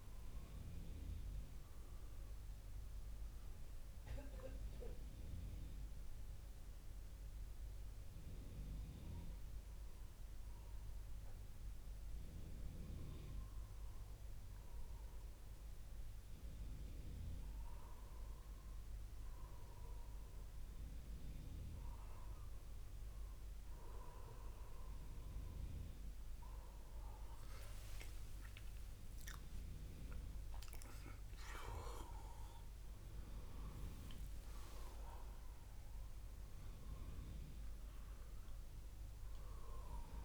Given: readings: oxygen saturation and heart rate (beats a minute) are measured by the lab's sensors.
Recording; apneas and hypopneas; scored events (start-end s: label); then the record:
breathing in sleep by a room microphone; none
27.50-31.00 s: arousal
From the record:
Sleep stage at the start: N1 (lightest sleep); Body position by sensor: on the back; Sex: male